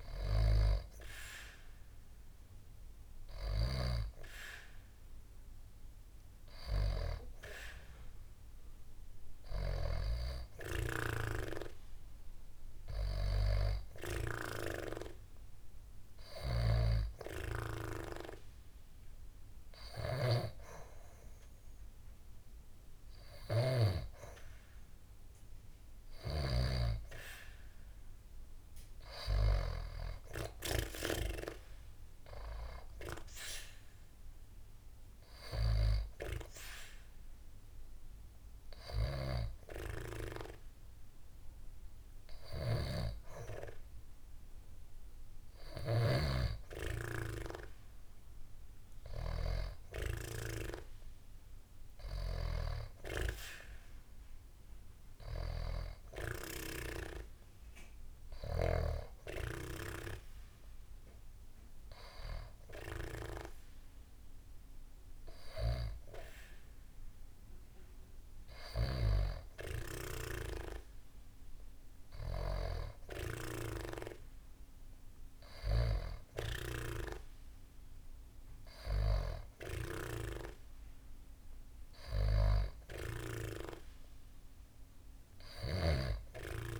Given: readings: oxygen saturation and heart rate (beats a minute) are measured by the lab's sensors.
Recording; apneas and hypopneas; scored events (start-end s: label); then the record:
breathing in sleep by a room microphone; none
none scored
From the record:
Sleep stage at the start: N2 (light sleep); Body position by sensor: on the back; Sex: female